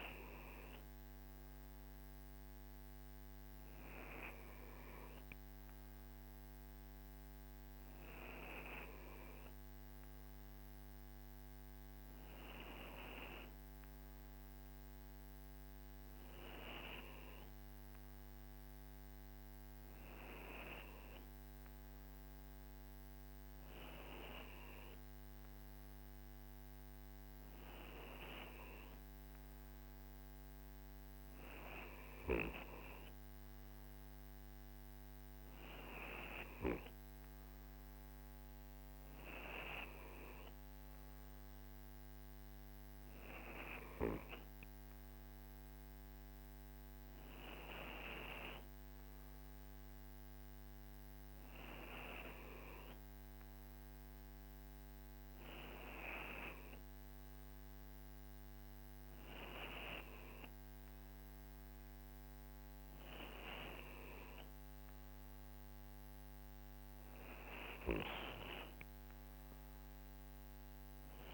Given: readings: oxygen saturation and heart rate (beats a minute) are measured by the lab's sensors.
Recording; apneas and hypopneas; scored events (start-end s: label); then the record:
breathing in sleep by a microphone on the trachea; none
none scored
From the record:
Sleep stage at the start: N2 (light sleep); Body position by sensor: on the right side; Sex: male